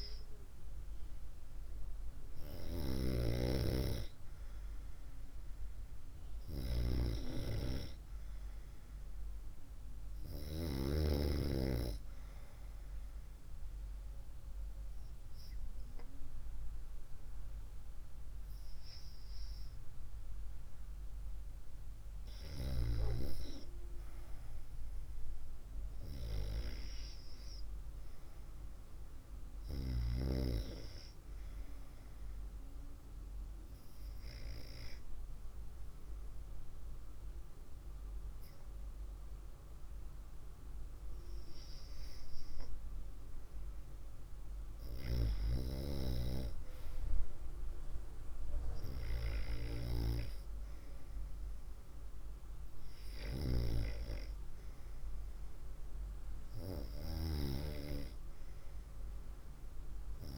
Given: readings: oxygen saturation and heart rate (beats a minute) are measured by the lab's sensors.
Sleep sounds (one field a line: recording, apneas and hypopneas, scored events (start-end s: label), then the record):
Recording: breathing in sleep by a room microphone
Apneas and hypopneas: 1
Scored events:
31.50-44.00 s: hypopnea (oxygen 96% before, 93% lowest, heart rate 62 before, 57 extreme, up 4 after)
46.50-50.00 s: arousal
From the record:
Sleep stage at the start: N2 (light sleep)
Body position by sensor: on the right side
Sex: female